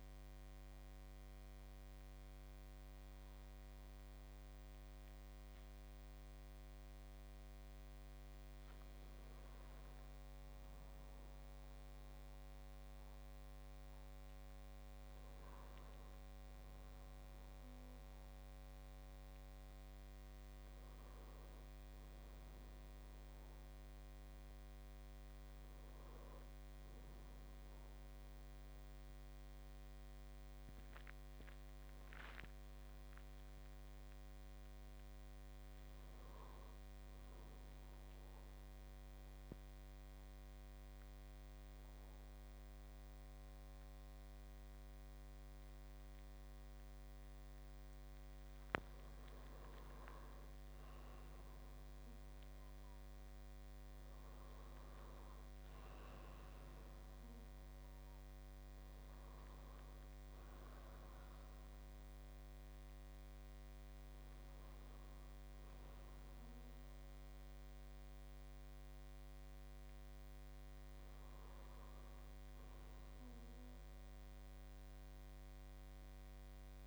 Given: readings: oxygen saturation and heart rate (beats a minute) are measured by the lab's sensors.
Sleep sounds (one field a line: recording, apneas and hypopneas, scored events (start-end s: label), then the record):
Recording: breathing in sleep, hard to hear, by a microphone on the trachea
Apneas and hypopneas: 1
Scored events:
30.00-34.00 s: arousal
38.00-49.00 s: obstructive apnea (oxygen 97% before, 94% lowest, heart rate 69 before, 67 extreme, up 3 after)
50.50-54.50 s: arousal
From the record:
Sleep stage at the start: N2 (light sleep)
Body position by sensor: on the back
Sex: male